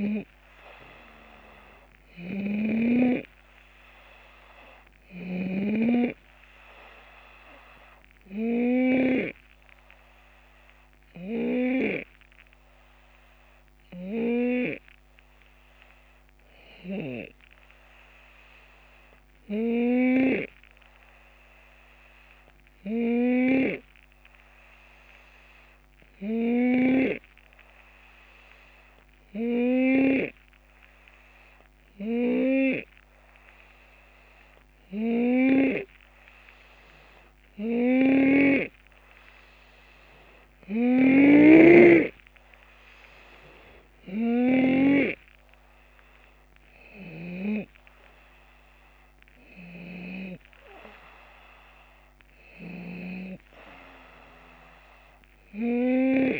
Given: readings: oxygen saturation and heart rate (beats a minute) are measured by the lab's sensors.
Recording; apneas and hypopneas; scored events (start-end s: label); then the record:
breathing in sleep by a microphone on the trachea; 1
0.00-5.50 s: snoring (device-marked)
10.00-36.50 s: hypopnea (oxygen 94% before, 89% lowest, heart rate 75 before, 70 extreme, up 8 after)
40.50-47.50 s: snoring (device-marked)
44.00-49.00 s: arousal
44.00-56.40 s: drop in pulse transit time (device-marked, heart rate 72 before, 74 extreme)
49.50-53.00 s: snoring (device-marked)
From the record:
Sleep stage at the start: N2 (light sleep); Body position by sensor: on the left side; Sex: male